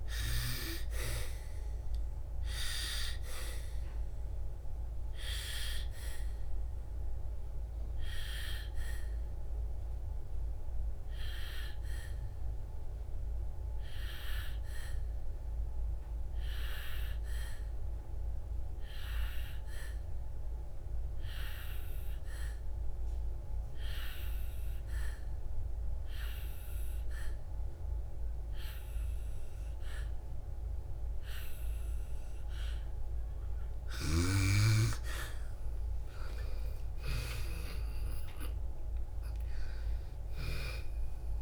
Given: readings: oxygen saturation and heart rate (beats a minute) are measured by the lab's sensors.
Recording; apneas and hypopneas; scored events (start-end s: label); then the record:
breathing in sleep by a room microphone; 1
0.00-28.50 s: oxygen desaturation (device-marked, oxygen 89% lowest, heart rate 57 extreme)
7.50-34.00 s: obstructive apnea (oxygen 97% before, 88% lowest, heart rate 67 before, 53 extreme, up 9 after)
30.50-41.42 s: oxygen desaturation (device-marked, oxygen 97% before, 88% lowest, heart rate 61 before, 53 extreme)
36.50-41.00 s: arousal
From the record:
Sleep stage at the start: N2 (light sleep); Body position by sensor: on the back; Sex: female